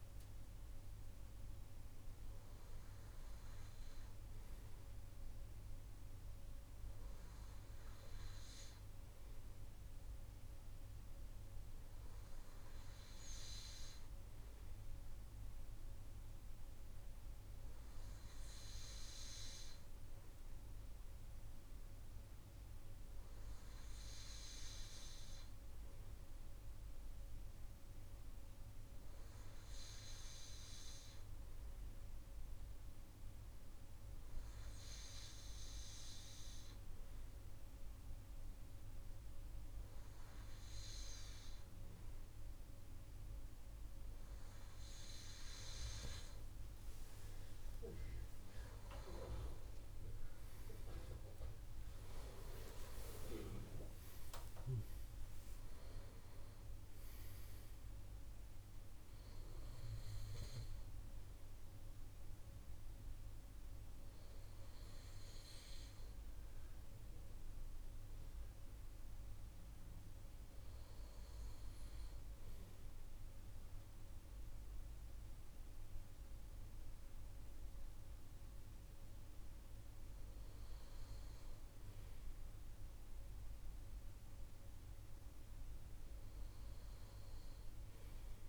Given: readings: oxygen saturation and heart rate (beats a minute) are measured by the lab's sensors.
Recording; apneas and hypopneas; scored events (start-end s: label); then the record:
breathing in sleep by a room microphone; none
none scored
From the record:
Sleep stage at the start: N2 (light sleep); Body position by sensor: on the right side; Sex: male